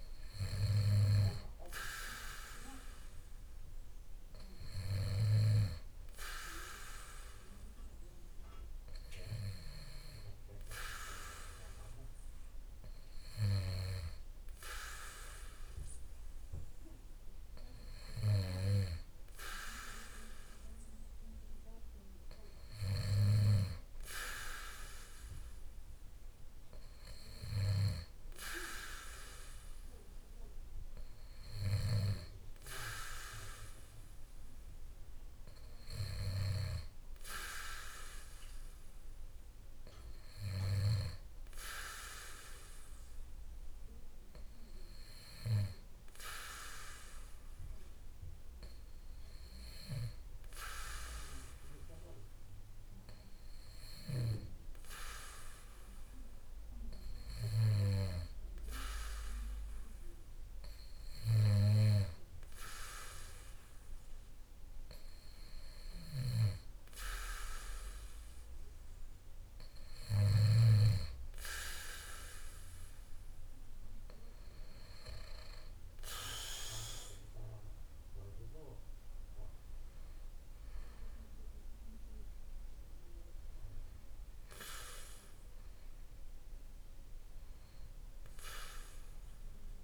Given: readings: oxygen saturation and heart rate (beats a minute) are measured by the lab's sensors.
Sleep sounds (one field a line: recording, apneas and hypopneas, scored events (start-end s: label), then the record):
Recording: breathing in sleep by a room microphone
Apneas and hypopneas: 1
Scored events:
48.00-72.50 s: hypopnea (oxygen 95% before, 92% lowest, heart rate 59 before, 54 extreme, up 1 after)
66.00-71.00 s: snoring (device-marked)
74.50-77.50 s: arousal
From the record:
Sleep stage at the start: N2 (light sleep)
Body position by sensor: on the back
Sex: male